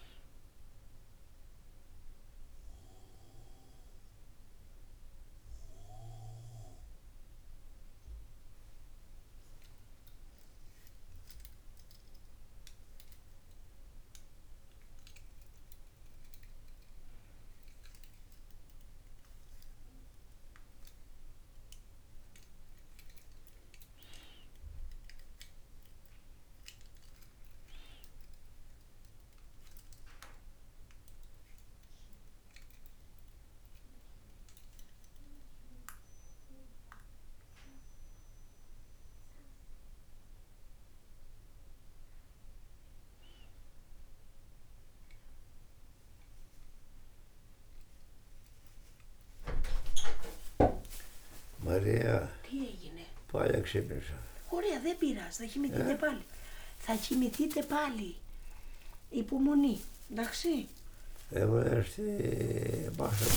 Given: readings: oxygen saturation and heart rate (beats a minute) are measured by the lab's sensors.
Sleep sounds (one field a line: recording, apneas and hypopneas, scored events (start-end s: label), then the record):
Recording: a person partly awake in a sleep study, by a room microphone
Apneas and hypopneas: 1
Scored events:
31.00-44.00 s: hypopnea (oxygen 98% before, 94% lowest, heart rate 51 before, 51 extreme, up 0 after)
40.00-63.37 s: new sleep stage, awake
From the record:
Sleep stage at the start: N2 (light sleep)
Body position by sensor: on the back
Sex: male